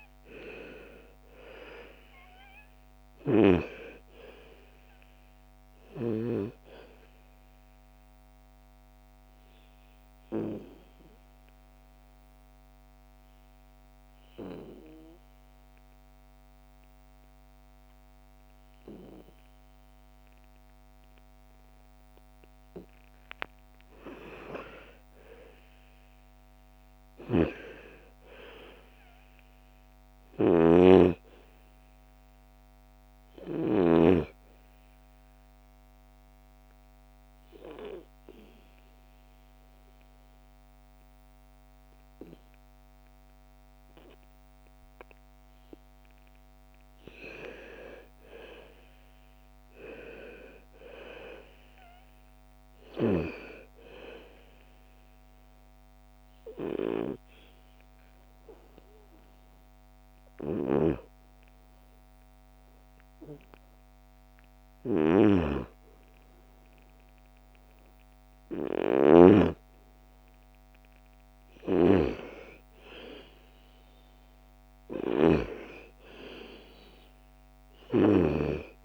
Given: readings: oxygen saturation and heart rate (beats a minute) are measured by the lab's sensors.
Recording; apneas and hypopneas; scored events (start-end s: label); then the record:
breathing in sleep by a microphone on the trachea; 3
0.00-2.00 s: arousal
0.00-18.50 s: oxygen desaturation (device-marked, oxygen 85% lowest, heart rate 55 extreme)
7.00-22.00 s: obstructive apnea (oxygen 98% before, 85% lowest, heart rate 60 before, 55 extreme, up 8 after)
23.00-27.50 s: arousal
30.00-34.00 s: snoring (device-marked)
30.50-42.50 s: oxygen desaturation (device-marked, oxygen 98% before, 89% lowest, heart rate 58 before, 55 extreme)
34.00-45.50 s: obstructive apnea (oxygen 98% before, 89% lowest, heart rate 59 before, 55 extreme, up 6 after)
47.00-50.50 s: arousal
55.50-64.50 s: oxygen desaturation (device-marked, oxygen 97% before, 89% lowest, heart rate 58 before, 56 extreme)
55.50-65.50 s: hypopnea (oxygen 97% before, 85% lowest, heart rate 58 before, 55 extreme, up 1 after)
67.00-70.00 s: arousal
74.50-78.85 s: oxygen desaturation (device-marked, oxygen 97% before, 92% lowest, heart rate 59 before, 54 extreme)
From the record:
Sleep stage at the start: N2 (light sleep); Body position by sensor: on the back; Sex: female